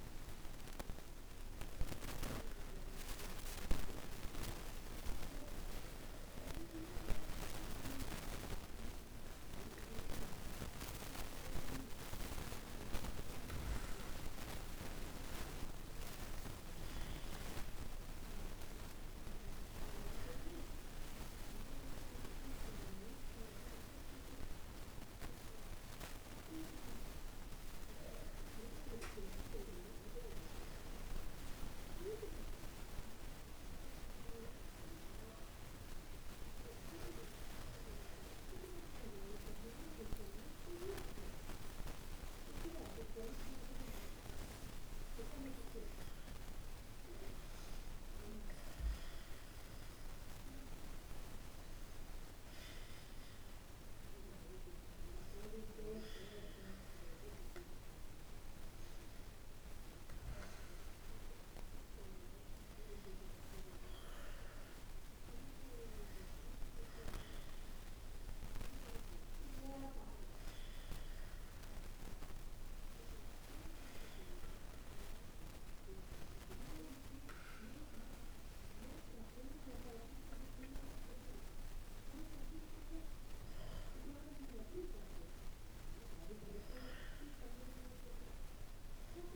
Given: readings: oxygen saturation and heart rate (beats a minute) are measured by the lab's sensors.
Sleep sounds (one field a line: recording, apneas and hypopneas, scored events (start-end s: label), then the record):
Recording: a person awake in a sleep study, by a room microphone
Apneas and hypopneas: none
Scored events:
64.00-89.36 s: new sleep stage, N1 (lightest sleep)
From the record:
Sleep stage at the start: awake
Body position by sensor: on the back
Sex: male